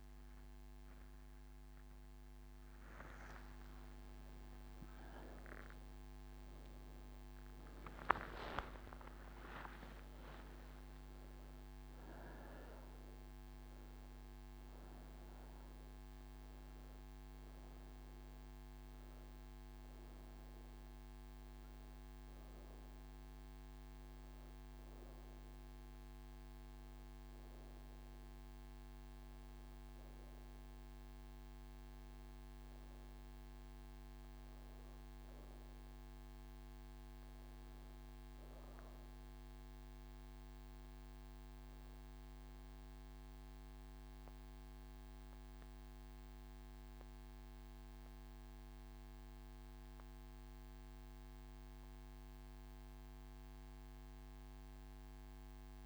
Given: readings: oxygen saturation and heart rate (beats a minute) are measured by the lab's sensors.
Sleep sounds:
breathing in sleep, hard to hear, by a microphone on the trachea; none
0.00-9.00 s: oxygen desaturation (device-marked, oxygen 94% lowest)
20.00-42.00 s: oxygen desaturation (device-marked, oxygen 96% before, 88% lowest)
From the record:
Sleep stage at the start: N1 (lightest sleep); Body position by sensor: on the right side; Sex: female

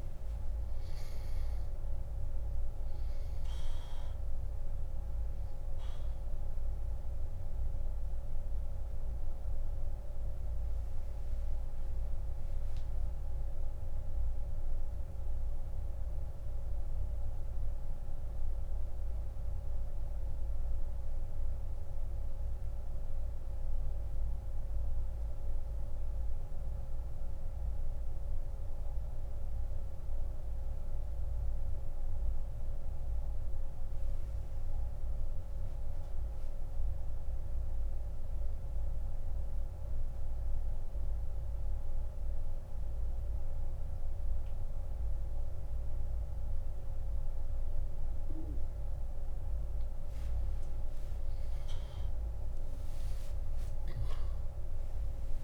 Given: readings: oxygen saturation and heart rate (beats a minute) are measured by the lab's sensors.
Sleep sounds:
breathing in sleep, hard to hear, by a room microphone; 1
0.00-8.50 s: oxygen desaturation (device-marked, oxygen 93% lowest)
7.50-49.00 s: central apnea (oxygen 98% before, 87% lowest)
24.50-44.50 s: oxygen desaturation (device-marked, oxygen 95% before, 87% lowest)
52.50-55.44 s: arousal
From the record:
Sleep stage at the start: N2 (light sleep); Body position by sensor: on the back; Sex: male

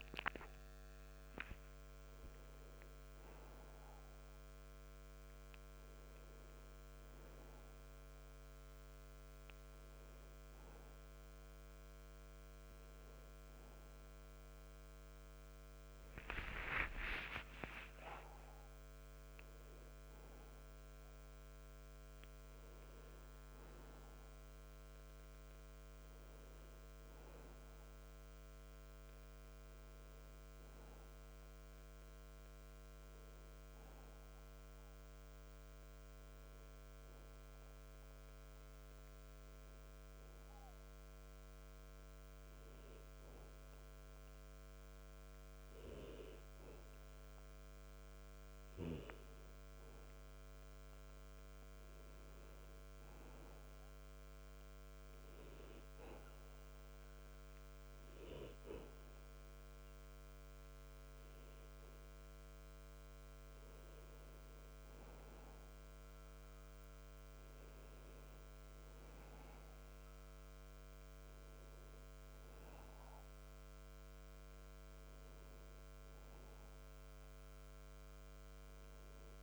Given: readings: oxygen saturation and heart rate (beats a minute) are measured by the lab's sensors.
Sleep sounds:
a person partly awake in a sleep study, by a microphone on the trachea; 1
19.00-79.43 s: new sleep stage, N2 (light sleep)
35.50-49.00 s: hypopnea (oxygen 99% before, 91% lowest)
49.00-53.50 s: arousal
56.00-69.00 s: oxygen desaturation (device-marked, oxygen 96% before, 92% lowest)
From the record:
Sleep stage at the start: awake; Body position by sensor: on the back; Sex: male

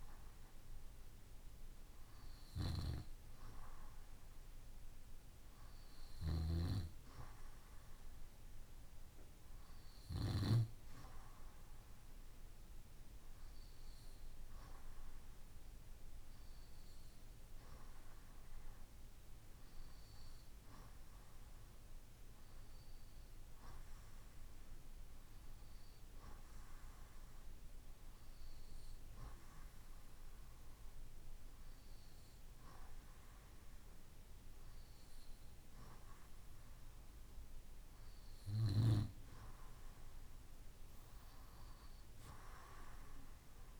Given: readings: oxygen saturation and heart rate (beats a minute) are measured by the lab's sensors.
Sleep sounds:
breathing in sleep by a room microphone; none
none scored
From the record:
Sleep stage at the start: REM sleep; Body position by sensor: on the right side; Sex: male

